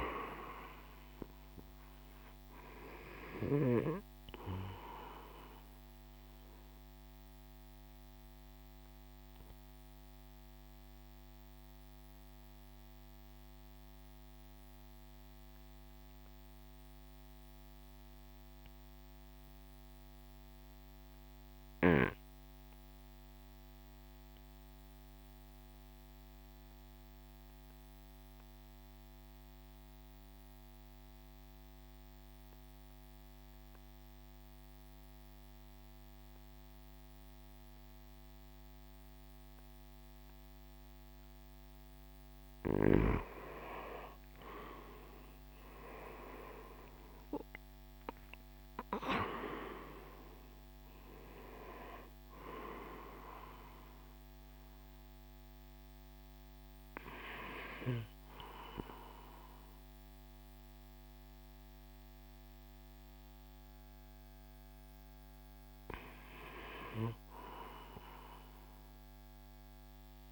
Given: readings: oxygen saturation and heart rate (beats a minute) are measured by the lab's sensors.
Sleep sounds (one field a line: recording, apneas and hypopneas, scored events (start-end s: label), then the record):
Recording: breathing in sleep by a microphone on the trachea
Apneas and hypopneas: 1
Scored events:
0.00-31.50 s: oxygen desaturation (device-marked, oxygen 83% lowest, heart rate 49 extreme)
5.00-41.50 s: obstructive apnea (oxygen 97% before, 83% lowest, heart rate 58 before, 49 extreme, up 20 after)
43.00-47.00 s: arousal
From the record:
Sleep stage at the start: REM sleep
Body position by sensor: on the right side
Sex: male